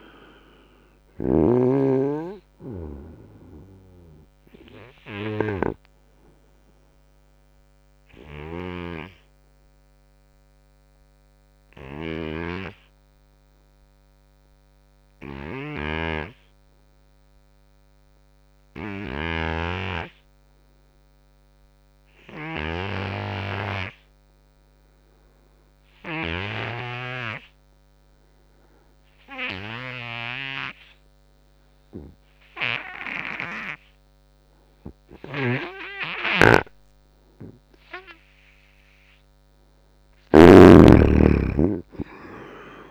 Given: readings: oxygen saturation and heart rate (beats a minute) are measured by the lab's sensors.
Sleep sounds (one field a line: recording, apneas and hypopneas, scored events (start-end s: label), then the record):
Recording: breathing in sleep by a microphone on the trachea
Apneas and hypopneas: 1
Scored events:
0.00-1.50 s: snoring (device-marked)
0.00-11.50 s: oxygen desaturation (device-marked, oxygen 72% lowest, heart rate 74 extreme)
2.00-38.50 s: obstructive apnea (oxygen 98% before, 72% lowest, heart rate 83 before, 72 extreme, up 13 after)
11.50-19.50 s: snoring (device-marked)
22.50-42.91 s: oxygen desaturation (device-marked, oxygen 99% before, 73% lowest, heart rate 88 before, 72 extreme)
35.00-42.91 s: snoring (device-marked)
41.00-42.91 s: arousal
From the record:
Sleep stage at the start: N2 (light sleep)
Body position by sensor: on the right side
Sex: male